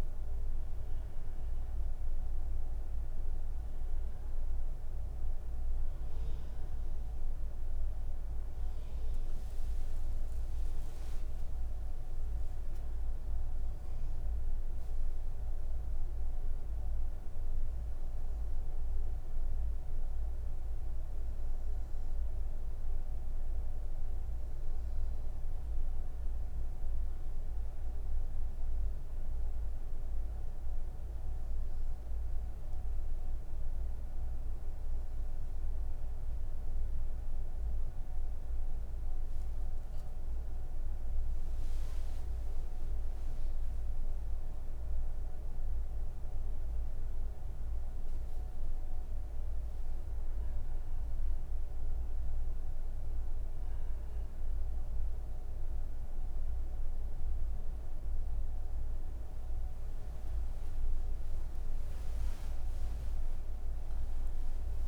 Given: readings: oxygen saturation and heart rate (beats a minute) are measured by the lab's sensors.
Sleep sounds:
breathing in sleep, hard to hear, by a room microphone; 1
23.50-40.00 s: obstructive apnea (oxygen 96% before, 90% lowest)
24.00-40.00 s: oxygen desaturation (device-marked, oxygen 96% before, 90% lowest)
From the record:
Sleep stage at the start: N3 (deep sleep); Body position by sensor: on the back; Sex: female

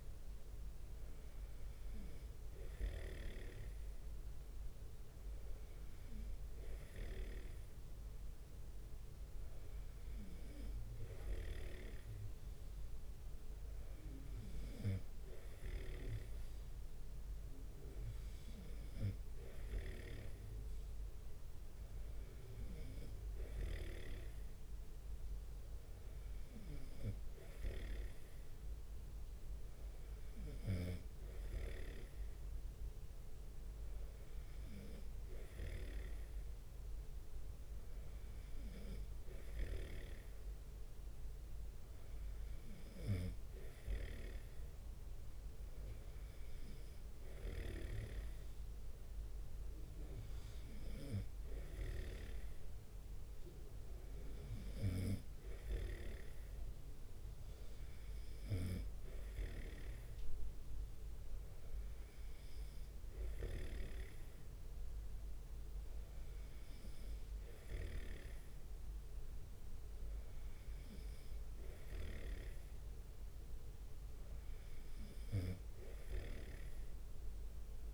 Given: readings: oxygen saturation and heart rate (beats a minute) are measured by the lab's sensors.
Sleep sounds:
breathing in sleep by a room microphone; none
11.50-13.50 s: leg movement (device-marked)
20.00-24.50 s: snoring (device-marked)
24.00-26.50 s: leg movement (device-marked)
31.00-40.50 s: snoring (device-marked)
56.00-68.50 s: snoring (device-marked)
66.00-67.50 s: leg movement (device-marked)
From the record:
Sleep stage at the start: N2 (light sleep); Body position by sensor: on the right side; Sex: male

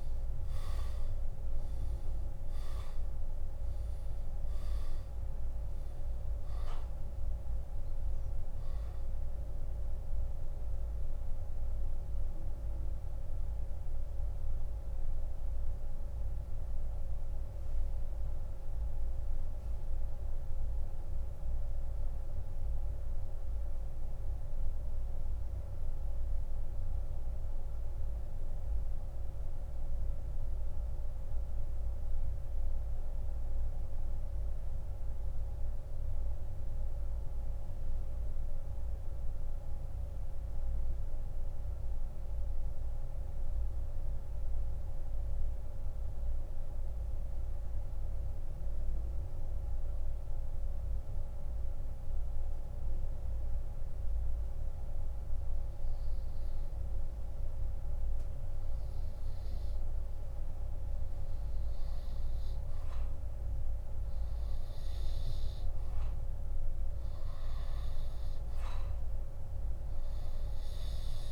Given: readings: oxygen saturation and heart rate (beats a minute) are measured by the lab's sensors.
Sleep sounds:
breathing in sleep, hard to hear, by a room microphone; 1
0.00-38.00 s: oxygen desaturation (device-marked, oxygen 87% lowest, heart rate 62 extreme)
15.50-54.00 s: central apnea (oxygen 97% before, 86% lowest, heart rate 86 before, 62 extreme, up 16 after)
56.50-59.50 s: arousal
61.00-71.32 s: oxygen desaturation (device-marked, oxygen 98% before, 86% lowest)
From the record:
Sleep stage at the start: N2 (light sleep); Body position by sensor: on the back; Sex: male

